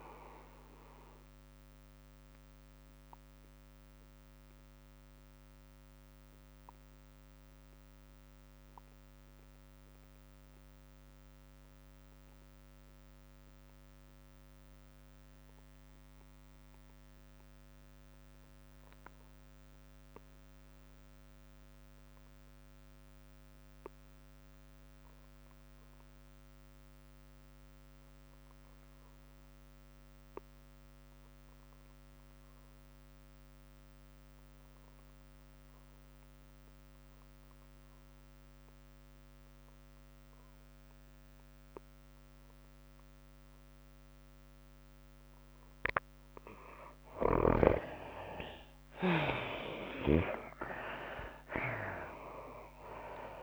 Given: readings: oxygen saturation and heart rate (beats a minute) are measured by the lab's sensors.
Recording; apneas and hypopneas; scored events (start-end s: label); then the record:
breathing in sleep by a microphone on the trachea; 1
0.00-8.50 s: oxygen desaturation (device-marked, oxygen 77% lowest, heart rate 93 extreme)
0.00-8.50 s: tachycardia (device-marked, heart rate 118 extreme)
1.50-46.00 s: obstructive apnea (oxygen 100% before, 69% lowest, heart rate 104 before, 64 extreme, up 37 after)
9.50-11.50 s: tachycardia (device-marked, heart rate 99 before, 103 extreme)
21.50-53.43 s: oxygen desaturation (device-marked, oxygen 99% before, 69% lowest, heart rate 103 before, 64 extreme)
48.00-51.50 s: arousal
50.50-53.43 s: tachycardia (device-marked, heart rate 98 before, 111 extreme)
51.50-53.43 s: drop in pulse transit time (device-marked, heart rate 82 before, 87 extreme)
From the record:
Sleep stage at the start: N2 (light sleep); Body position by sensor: on the right side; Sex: female